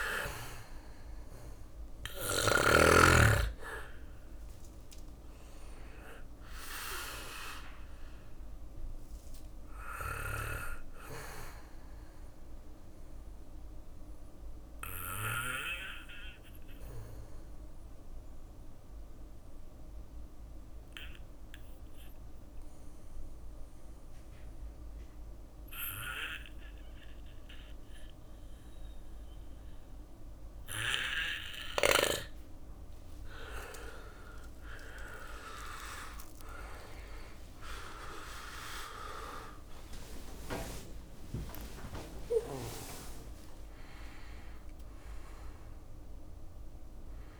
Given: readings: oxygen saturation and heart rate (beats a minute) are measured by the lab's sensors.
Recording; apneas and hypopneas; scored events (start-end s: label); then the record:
breathing in sleep by a room microphone; 1
0.00-1.50 s: snoring (device-marked)
0.00-3.50 s: drop in pulse transit time (device-marked, heart rate 59 extreme)
3.50-5.50 s: long interval between heartbeats (device-marked, heart rate 60 before, 69 extreme)
7.50-20.50 s: oxygen desaturation (device-marked, oxygen 97% before, 93% lowest, heart rate 63 before, 58 extreme)
10.50-22.50 s: bradycardia (device-marked, heart rate 60 before, 58 extreme)
12.00-31.50 s: obstructive apnea (oxygen 99% before, 93% lowest, heart rate 64 before, 58 extreme, up 16 after)
24.50-30.50 s: bradycardia (device-marked, heart rate 60 before, 59 extreme)
34.00-39.00 s: arousal
38.50-47.40 s: drop in pulse transit time (device-marked, heart rate 60 before, 71 extreme)
39.00-41.00 s: long interval between heartbeats (device-marked, heart rate 60 before, 75 extreme)
From the record:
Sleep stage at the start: N2 (light sleep); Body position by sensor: on the back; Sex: male